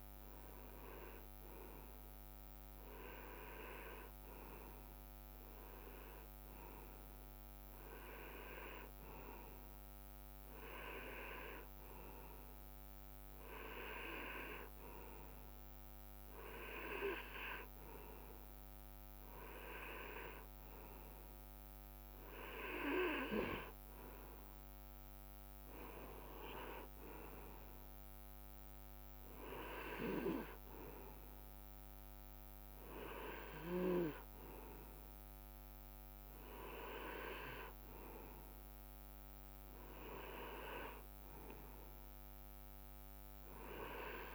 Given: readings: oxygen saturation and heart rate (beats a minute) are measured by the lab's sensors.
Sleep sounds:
breathing in sleep by a microphone on the trachea; none
none scored
From the record:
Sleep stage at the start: N2 (light sleep); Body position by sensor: on the right side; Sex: male

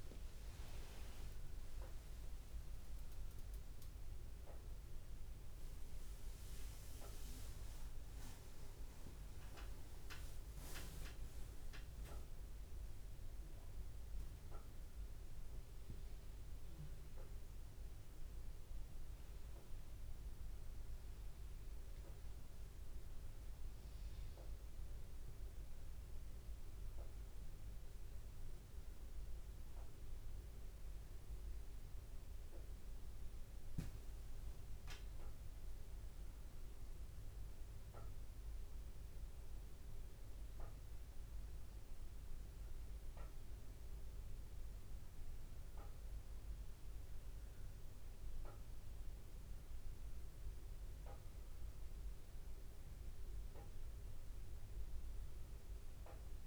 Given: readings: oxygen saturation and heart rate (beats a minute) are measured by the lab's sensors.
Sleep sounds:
breathing in sleep by a room microphone; none
0.00-3.50 s: bradycardia (device-marked)
15.50-56.47 s: new sleep stage, N2 (light sleep)
From the record:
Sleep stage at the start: N1 (lightest sleep); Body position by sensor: on the back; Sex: male

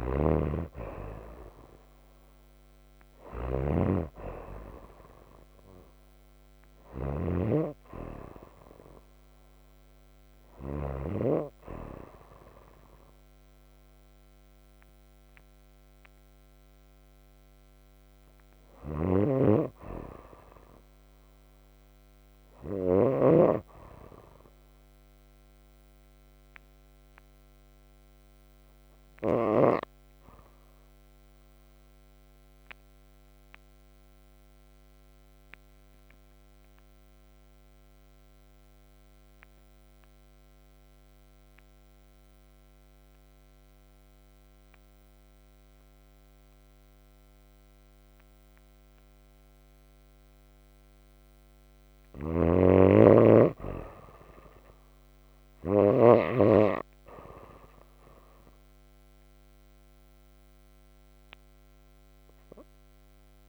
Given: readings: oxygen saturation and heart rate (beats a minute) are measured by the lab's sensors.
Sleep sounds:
breathing in sleep by a microphone on the trachea; 1
0.00-9.50 s: oxygen desaturation (device-marked, oxygen 87% lowest)
0.00-11.00 s: snoring (device-marked)
18.50-23.00 s: snoring (device-marked)
19.50-34.50 s: oxygen desaturation (device-marked, oxygen 88% before, 81% lowest, heart rate 38 before, 49 extreme)
26.00-50.00 s: obstructive apnea (oxygen 88% before, 81% lowest, heart rate 41 before, 47 extreme, up 15 after)
52.00-56.00 s: snoring (device-marked)
52.00-56.50 s: arousal
54.50-63.49 s: oxygen desaturation (device-marked, oxygen 97% before, 81% lowest, heart rate 56 before, 26 extreme)
From the record:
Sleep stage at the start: N2 (light sleep); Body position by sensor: on the right side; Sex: female

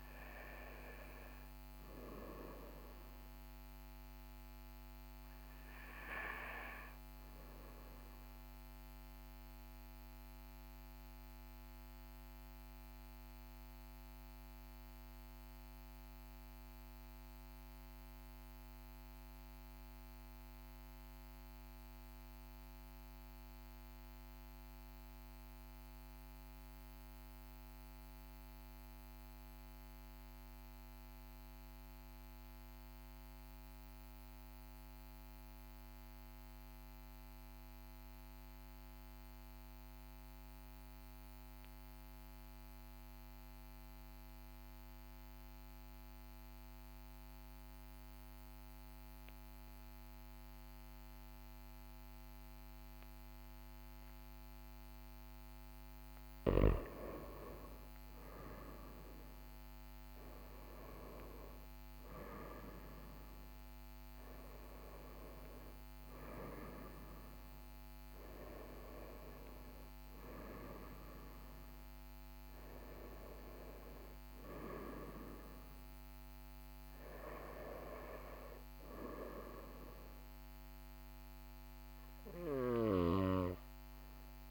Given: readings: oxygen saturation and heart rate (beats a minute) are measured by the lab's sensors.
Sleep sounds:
breathing in sleep by a microphone on the trachea; 1
4.00-14.00 s: oxygen desaturation (device-marked, oxygen 95% before, 92% lowest, heart rate 43 before, 39 extreme)
10.50-55.00 s: mixed apnea (oxygen 97% before, 92% lowest, heart rate 42 before, 39 extreme, up 3 after)
48.00-49.00 s: oxygen desaturation (device-marked, oxygen 98% before, 97% lowest, heart rate 40 before, 41 extreme)
57.00-62.00 s: arousal
79.00-84.50 s: oxygen desaturation (device-marked, oxygen 95% before, 92% lowest, heart rate 43 before, 39 extreme)
From the record:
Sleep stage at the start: N2 (light sleep); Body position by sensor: on the back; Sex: male

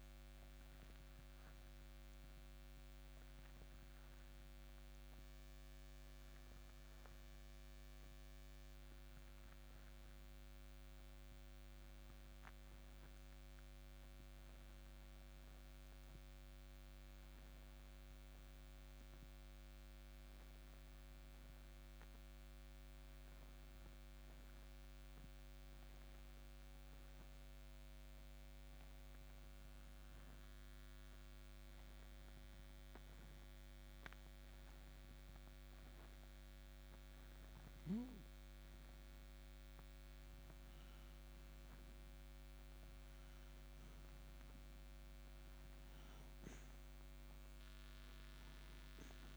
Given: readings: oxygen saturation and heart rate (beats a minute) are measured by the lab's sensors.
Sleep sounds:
breathing in sleep, hard to hear, by a microphone on the trachea; 1
12.50-39.50 s: hypopnea (oxygen 97% before, 90% lowest)
17.00-33.00 s: oxygen desaturation (device-marked, oxygen 95% before, 90% lowest)
41.50-45.50 s: arousal
From the record:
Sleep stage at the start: N2 (light sleep); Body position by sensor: on the right side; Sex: male

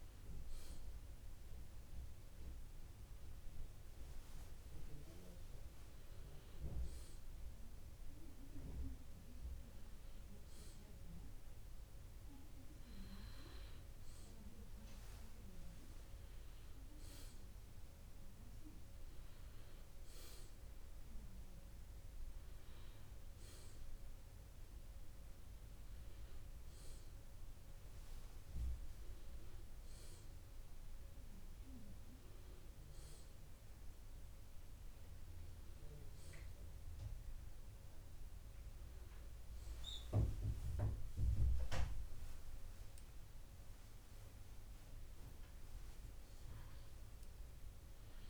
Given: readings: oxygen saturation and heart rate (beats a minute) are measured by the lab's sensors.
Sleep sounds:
breathing in sleep by a room microphone; none
38.50-44.00 s: arousal
From the record:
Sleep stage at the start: N1 (lightest sleep); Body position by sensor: on the back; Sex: male

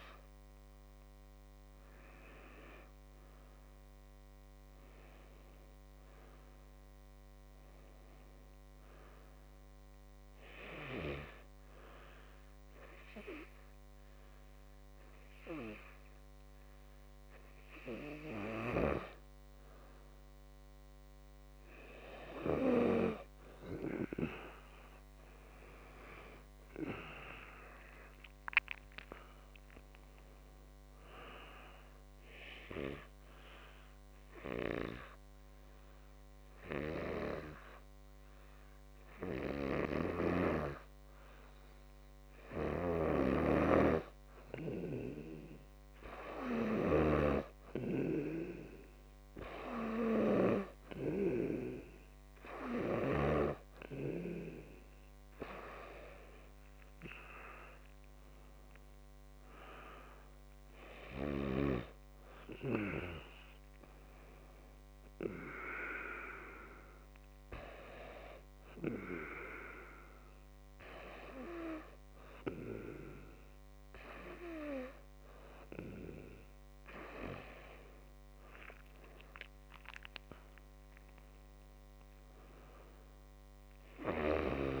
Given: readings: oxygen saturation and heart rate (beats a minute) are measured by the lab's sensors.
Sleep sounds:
breathing in sleep by a microphone on the trachea; 2
6.00-9.00 s: arousal
10.00-20.00 s: hypopnea (oxygen 94% before, 91% lowest, heart rate 61 before, 49 extreme, up 14 after)
26.50-30.50 s: arousal
28.00-50.00 s: oxygen desaturation (device-marked, oxygen 95% before, 91% lowest, heart rate 57 before, 49 extreme)
32.50-42.50 s: obstructive apnea (oxygen 96% before, 91% lowest, heart rate 59 before, 49 extreme, up 12 after)
45.50-49.50 s: arousal
52.00-62.00 s: oxygen desaturation (device-marked, oxygen 96% before, 91% lowest, heart rate 59 before, 52 extreme)
80.00-83.50 s: arousal
From the record:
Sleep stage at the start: N2 (light sleep); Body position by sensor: on the back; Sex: male

